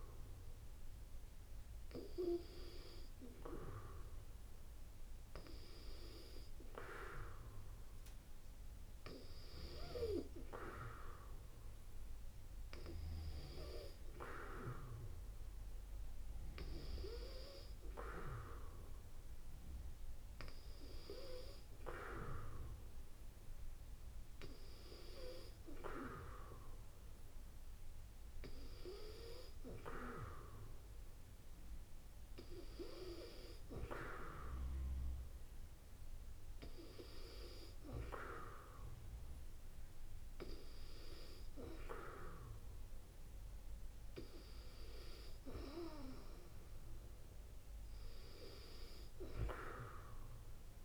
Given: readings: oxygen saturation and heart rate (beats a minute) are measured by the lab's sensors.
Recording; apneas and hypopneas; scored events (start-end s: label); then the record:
breathing in sleep by a room microphone; none
none scored
From the record:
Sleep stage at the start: N2 (light sleep); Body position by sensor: on the back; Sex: female